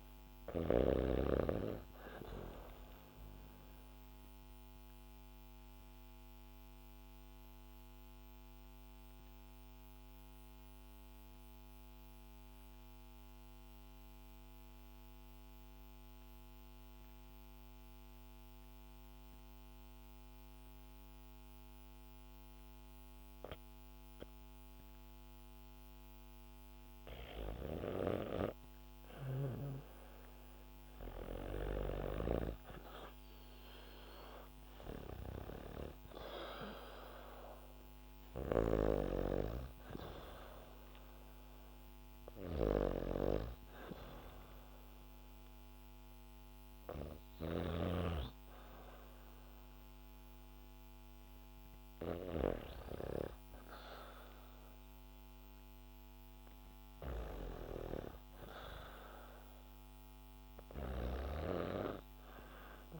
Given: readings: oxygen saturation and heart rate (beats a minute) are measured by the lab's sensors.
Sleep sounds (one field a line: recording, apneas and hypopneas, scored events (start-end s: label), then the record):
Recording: breathing in sleep by a microphone on the trachea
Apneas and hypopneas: 1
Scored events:
0.00-18.50 s: oxygen desaturation (device-marked, oxygen 95% lowest, heart rate 63 extreme)
3.50-28.00 s: obstructive apnea (oxygen 100% before, 91% lowest, heart rate 71 before, 63 extreme, up 8 after)
23.50-63.00 s: new sleep stage, N2 (light sleep)
31.00-35.00 s: arousal
33.50-57.50 s: oxygen desaturation (device-marked, oxygen 98% before, 91% lowest, heart rate 66 before, 66 extreme)
From the record:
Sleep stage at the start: REM sleep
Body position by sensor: on the back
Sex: female